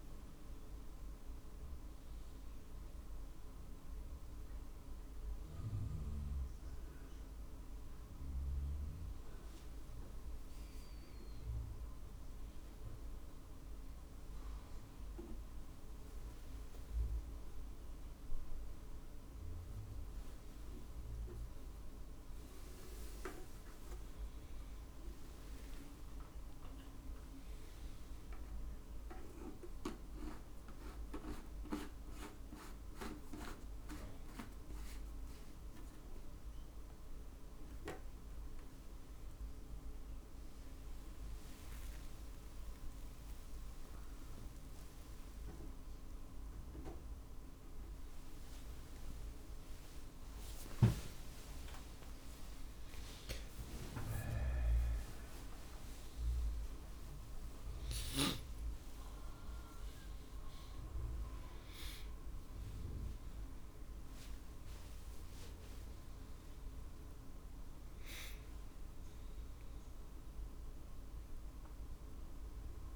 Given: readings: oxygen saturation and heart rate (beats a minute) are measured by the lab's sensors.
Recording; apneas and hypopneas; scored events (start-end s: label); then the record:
a person awake in a sleep study, by a room microphone; none
0.00-6.50 s: drop in pulse transit time (device-marked, heart rate 55 extreme)
10.50-13.50 s: tachycardia (device-marked, heart rate 57 before, 100 extreme)
11.00-13.00 s: long interval between heartbeats (device-marked, heart rate 71 before, 100 extreme)
50.00-52.00 s: long interval between heartbeats (device-marked, heart rate 56 before, 63 extreme)
52.50-68.50 s: drop in pulse transit time (device-marked, heart rate 58 before, 57 extreme)
70.50-72.96 s: new sleep stage, N1 (lightest sleep)
From the record:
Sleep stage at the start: awake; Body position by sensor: on the right side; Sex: male